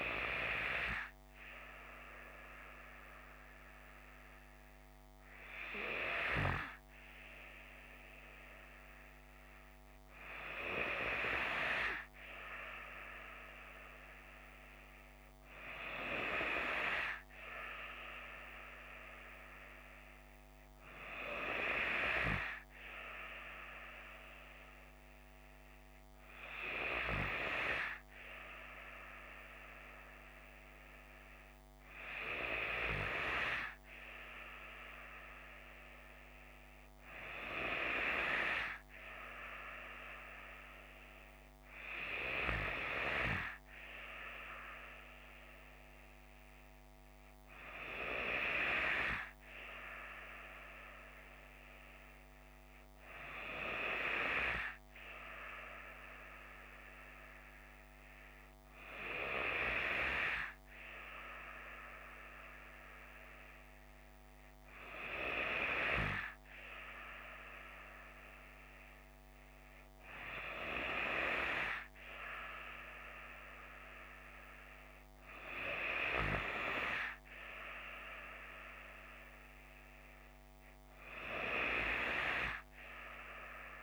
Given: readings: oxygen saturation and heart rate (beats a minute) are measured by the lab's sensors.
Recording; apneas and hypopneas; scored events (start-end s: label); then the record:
breathing in sleep by a microphone on the trachea; none
none scored
From the record:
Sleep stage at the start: N3 (deep sleep); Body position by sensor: on the left side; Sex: female